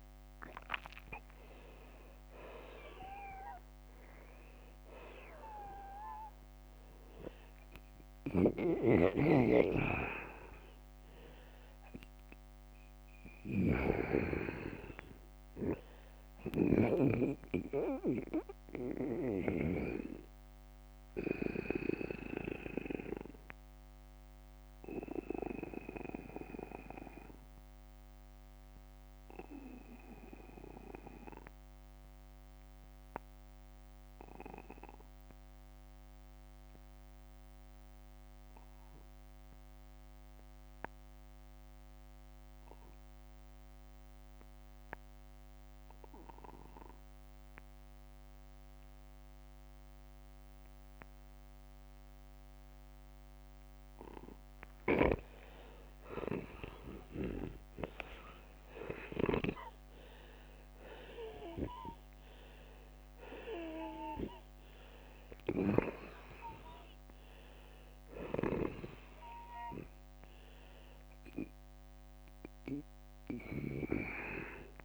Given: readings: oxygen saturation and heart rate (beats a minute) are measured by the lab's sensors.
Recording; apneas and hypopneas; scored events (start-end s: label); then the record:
breathing in sleep by a microphone on the trachea; 1
0.00-11.50 s: oxygen desaturation (device-marked, oxygen 93% lowest, heart rate 50 extreme)
13.00-15.00 s: long interval between heartbeats (device-marked, heart rate 59 before, 59 extreme)
13.00-15.50 s: arousal
16.50-32.50 s: oxygen desaturation (device-marked, oxygen 94% before, 82% lowest, heart rate 60 before, 41 extreme)
19.50-54.00 s: obstructive apnea (oxygen 94% before, 82% lowest, heart rate 60 before, 41 extreme, up 17 after)
22.50-74.85 s: new sleep stage, N2 (light sleep)
29.50-31.50 s: long interval between heartbeats (device-marked, heart rate 61 before, 58 extreme)
34.00-36.00 s: long interval between heartbeats (device-marked, heart rate 61 before, 60 extreme)
48.00-50.00 s: long interval between heartbeats (device-marked, heart rate 52 before, 53 extreme)
55.50-61.00 s: arousal
55.50-69.50 s: oxygen desaturation (device-marked, oxygen 96% before, 92% lowest, heart rate 49 before, 53 extreme)
From the record:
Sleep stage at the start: N1 (lightest sleep); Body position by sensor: on the back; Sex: male